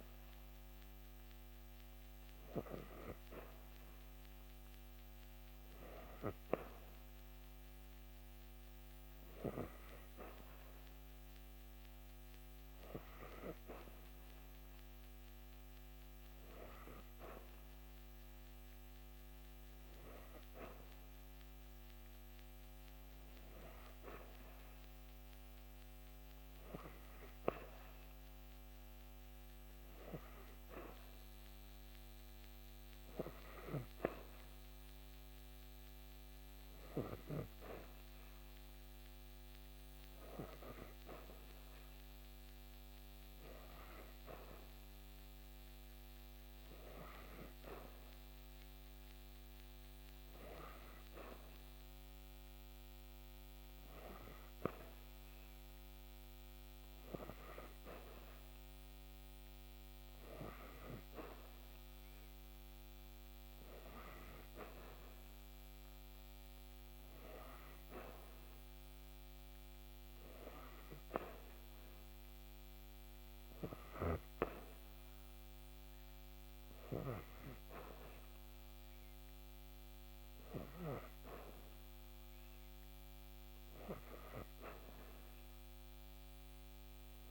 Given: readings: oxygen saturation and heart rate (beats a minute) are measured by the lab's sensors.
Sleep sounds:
breathing in sleep by a microphone on the trachea; none
none scored
From the record:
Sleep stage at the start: N3 (deep sleep); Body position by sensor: on the back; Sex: female

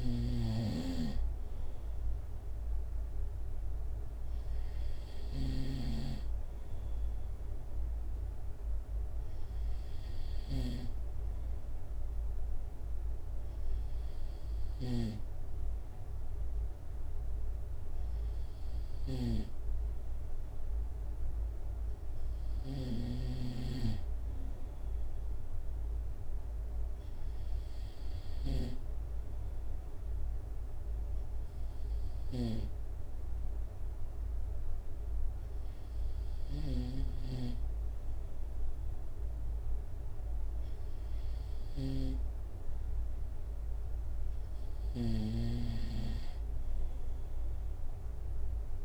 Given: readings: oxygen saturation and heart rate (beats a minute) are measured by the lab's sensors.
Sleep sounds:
breathing in sleep by a room microphone; none
0.00-11.00 s: snoring (device-marked)
19.00-29.00 s: snoring (device-marked)
45.00-48.85 s: snoring (device-marked)
From the record:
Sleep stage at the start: N2 (light sleep); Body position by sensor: on the right side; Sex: male

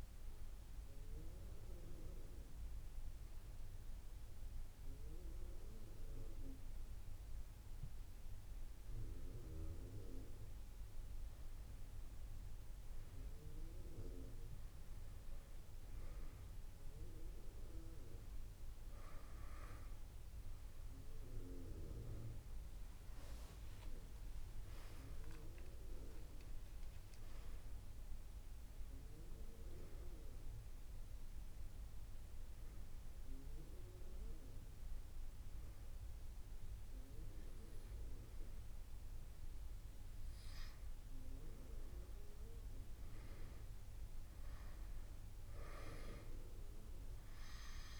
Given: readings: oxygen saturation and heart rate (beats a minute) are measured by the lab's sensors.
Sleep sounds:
breathing in sleep by a room microphone; 1
0.00-2.50 s: oxygen desaturation (device-marked, oxygen 95% lowest)
0.00-4.50 s: drop in pulse transit time (device-marked)
2.00-4.00 s: long interval between heartbeats (device-marked)
13.00-15.00 s: long interval between heartbeats (device-marked)
25.50-32.50 s: drop in pulse transit time (device-marked)
26.50-29.00 s: arousal
31.00-33.00 s: long interval between heartbeats (device-marked)
31.00-42.50 s: hypopnea (oxygen 98% before, 92% lowest)
37.50-39.50 s: long interval between heartbeats (device-marked)
40.00-42.00 s: long interval between heartbeats (device-marked)
44.50-48.00 s: drop in pulse transit time (device-marked)
45.00-48.00 s: arousal
From the record:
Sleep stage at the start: N2 (light sleep); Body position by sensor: on the back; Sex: female

